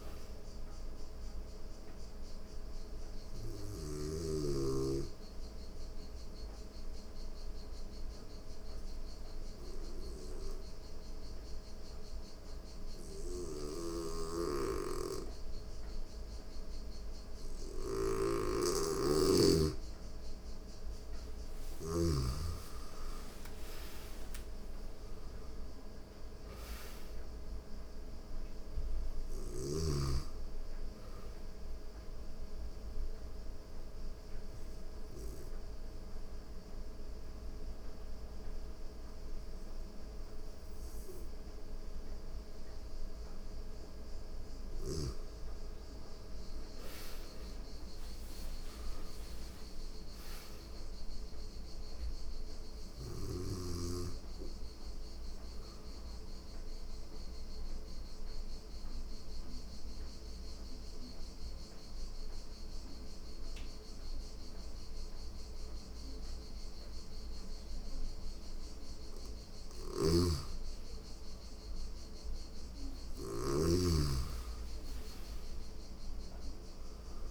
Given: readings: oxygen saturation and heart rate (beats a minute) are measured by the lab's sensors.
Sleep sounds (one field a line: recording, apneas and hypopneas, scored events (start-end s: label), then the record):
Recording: breathing in sleep by a room microphone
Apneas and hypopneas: 3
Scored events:
0.00-3.50 s: snoring (device-marked)
0.00-16.00 s: oxygen desaturation (device-marked, oxygen 88% lowest, heart rate 84 extreme)
1.50-18.00 s: obstructive apnea (oxygen 98% before, 86% lowest, heart rate 85 before, 84 extreme, up 14 after)
12.50-21.50 s: snoring (device-marked)
20.00-24.00 s: arousal
27.00-46.00 s: oxygen desaturation (device-marked, oxygen 97% before, 86% lowest, heart rate 88 before, 84 extreme)
31.50-44.00 s: obstructive apnea (oxygen 97% before, 86% lowest, heart rate 89 before, 84 extreme, up 4 after)
46.00-50.50 s: arousal
54.00-70.00 s: oxygen desaturation (device-marked, oxygen 98% before, 91% lowest, heart rate 88 before, 84 extreme)
55.00-67.50 s: obstructive apnea (oxygen 98% before, 89% lowest, heart rate 88 before, 84 extreme, up 3 after)
69.00-73.00 s: snoring (device-marked)
70.50-75.00 s: arousal
From the record:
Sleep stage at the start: N2 (light sleep)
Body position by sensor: on the right side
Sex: female